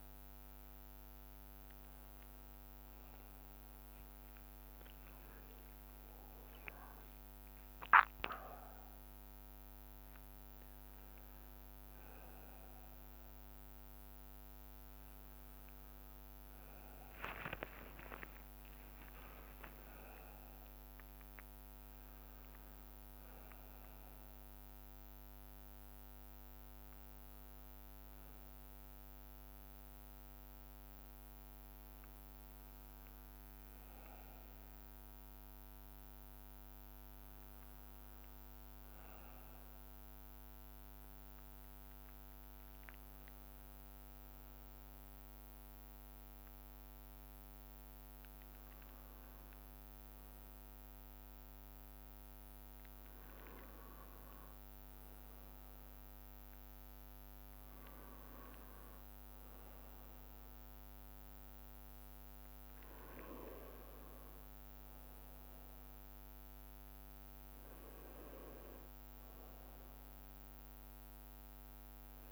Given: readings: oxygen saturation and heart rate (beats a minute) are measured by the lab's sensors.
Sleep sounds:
a person partly awake in a sleep study, hard to hear, by a microphone on the trachea; 1
0.00-1.00 s: long interval between heartbeats (device-marked, heart rate 118 extreme)
0.00-4.00 s: tachycardia (device-marked)
1.50-3.50 s: long interval between heartbeats (device-marked, heart rate 69 before, 153 extreme)
3.50-5.50 s: long interval between heartbeats (device-marked, heart rate 78 before, 140 extreme)
6.00-8.00 s: long interval between heartbeats (device-marked, heart rate 90 before, 96 extreme)
16.00-23.00 s: tachycardia (device-marked)
18.00-20.00 s: long interval between heartbeats (device-marked, heart rate 101 before, 93 extreme)
20.00-22.00 s: long interval between heartbeats (device-marked, heart rate 100 before, 131 extreme)
21.00-51.00 s: new sleep stage, N1 (lightest sleep)
31.00-51.00 s: bradycardia (device-marked, heart rate 31 before, 58 extreme)
40.00-51.50 s: hypopnea (oxygen 93% before, 89% lowest, heart rate 81 before, 58 extreme, up 2 after)
51.00-72.32 s: new sleep stage, N2 (light sleep)
52.00-55.00 s: bradycardia (device-marked, heart rate 33 before, 59 extreme)
55.00-59.50 s: arousal
57.00-72.32 s: bradycardia (device-marked, heart rate 33 before, 58 extreme)
From the record:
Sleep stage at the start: awake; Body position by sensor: on the right side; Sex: male

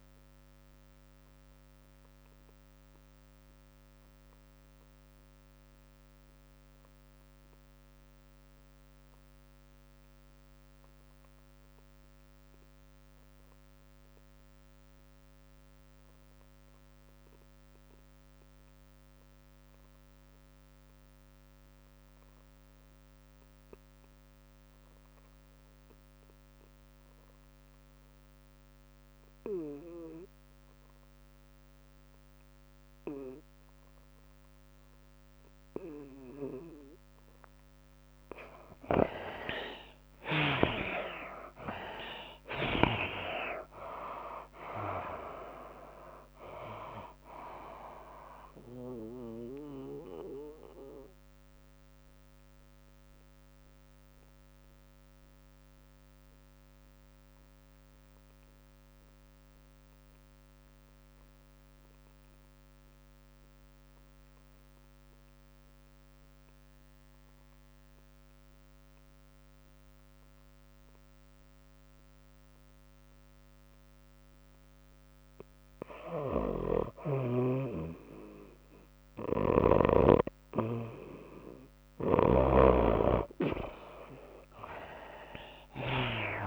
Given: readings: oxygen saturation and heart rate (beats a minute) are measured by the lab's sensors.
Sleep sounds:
breathing in sleep by a microphone on the trachea; 2
0.00-10.00 s: oxygen desaturation (device-marked, oxygen 74% lowest, heart rate 90 extreme)
0.00-15.00 s: tachycardia (device-marked, heart rate 122 extreme)
1.50-38.50 s: obstructive apnea (oxygen 98% before, 54% lowest, heart rate 111 before, 83 extreme, up 28 after)
12.00-58.00 s: oxygen desaturation (device-marked, oxygen 84% before, 54% lowest, heart rate 107 before, 83 extreme)
19.00-30.00 s: drop in pulse transit time (device-marked, heart rate 105 before, 95 extreme)
33.50-35.50 s: long interval between heartbeats (device-marked, heart rate 98 before, 88 extreme)
40.00-43.50 s: arousal
41.00-77.00 s: tachycardia (device-marked, heart rate 105 before, 118 extreme)
44.00-58.00 s: drop in pulse transit time (device-marked, heart rate 92 before, 106 extreme)
50.00-76.00 s: mixed apnea (oxygen 73% before, 54% lowest, heart rate 97 before, 99 extreme)
64.00-86.46 s: oxygen desaturation (device-marked, oxygen 98% before, 64% lowest, heart rate 114 before, 96 extreme)
73.00-86.46 s: new sleep stage, N2 (light sleep)
78.00-86.46 s: tachycardia (device-marked, heart rate 106 before, 124 extreme)
82.50-86.00 s: arousal
85.00-86.46 s: drop in pulse transit time (device-marked, heart rate 104 before, 105 extreme)
From the record:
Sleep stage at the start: REM sleep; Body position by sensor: on the back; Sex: female

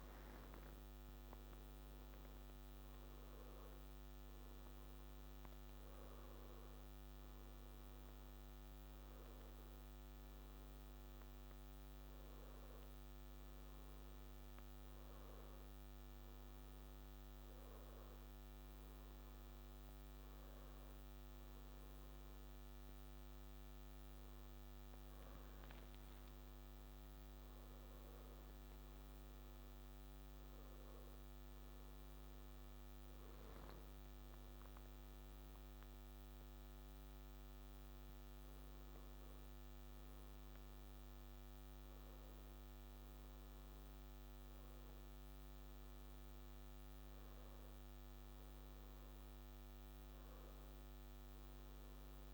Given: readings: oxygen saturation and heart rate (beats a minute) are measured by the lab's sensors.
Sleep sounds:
breathing in sleep, hard to hear, by a microphone on the trachea; none
none scored
From the record:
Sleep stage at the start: N1 (lightest sleep); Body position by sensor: on the back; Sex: male

